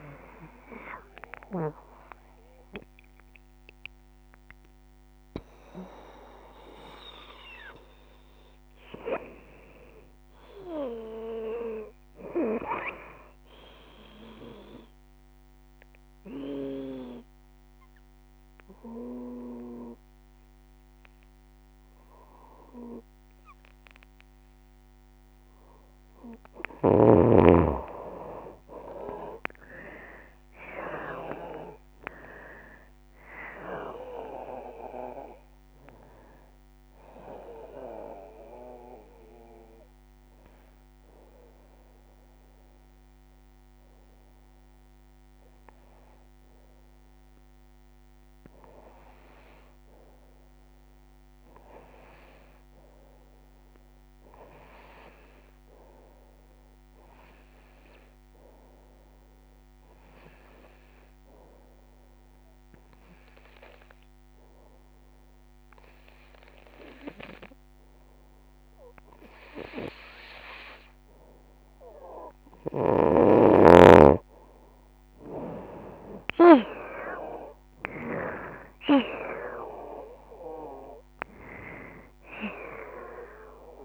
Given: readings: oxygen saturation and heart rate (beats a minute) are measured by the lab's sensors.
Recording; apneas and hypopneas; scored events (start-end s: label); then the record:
breathing in sleep by a microphone on the trachea; 2
0.00-18.50 s: drop in pulse transit time (device-marked, heart rate 75 extreme)
0.00-20.50 s: oxygen desaturation (device-marked, oxygen 85% lowest, heart rate 65 extreme)
15.00-27.00 s: obstructive apnea (oxygen 92% before, 84% lowest, heart rate 83 before, 65 extreme, up 17 after)
29.00-33.00 s: arousal
31.50-41.50 s: drop in pulse transit time (device-marked, heart rate 77 before, 67 extreme)
34.50-51.50 s: oxygen desaturation (device-marked, oxygen 93% before, 84% lowest, heart rate 79 before, 65 extreme)
36.00-38.00 s: long interval between heartbeats (device-marked, heart rate 79 before, 90 extreme)
42.00-71.00 s: hypopnea (oxygen 95% before, 83% lowest, heart rate 78 before, 69 extreme, up 0 after)
53.50-83.85 s: oxygen desaturation (device-marked, oxygen 96% before, 83% lowest, heart rate 75 before, 69 extreme)
73.50-77.00 s: arousal
74.50-83.85 s: new sleep stage, N1 (lightest sleep)
75.00-77.00 s: long interval between heartbeats (device-marked, heart rate 80 before, 80 extreme)
75.50-83.85 s: drop in pulse transit time (device-marked, heart rate 80 before, 69 extreme)
78.00-80.00 s: long interval between heartbeats (device-marked, heart rate 80 before, 69 extreme)
From the record:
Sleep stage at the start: N2 (light sleep); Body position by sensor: on the right side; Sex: female